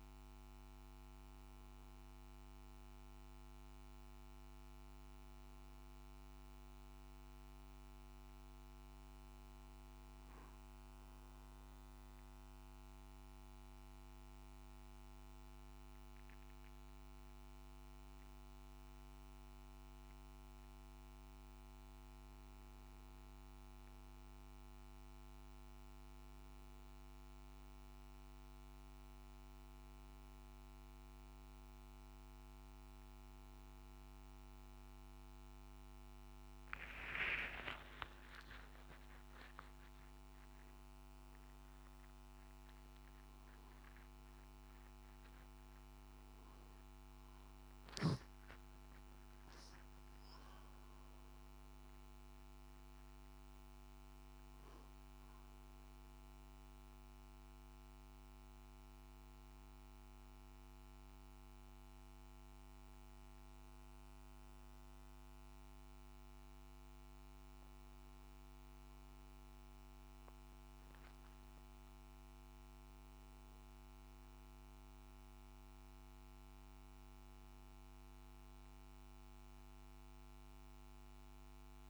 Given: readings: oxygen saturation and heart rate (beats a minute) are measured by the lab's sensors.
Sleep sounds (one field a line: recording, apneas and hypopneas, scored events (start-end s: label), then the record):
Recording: breathing in sleep, hard to hear, by a microphone on the trachea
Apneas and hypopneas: none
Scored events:
21.00-81.00 s: new sleep stage, N1 (lightest sleep)
36.50-40.50 s: arousal
81.00-81.90 s: new sleep stage, N2 (light sleep)
From the record:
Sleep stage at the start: N2 (light sleep)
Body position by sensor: on the back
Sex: male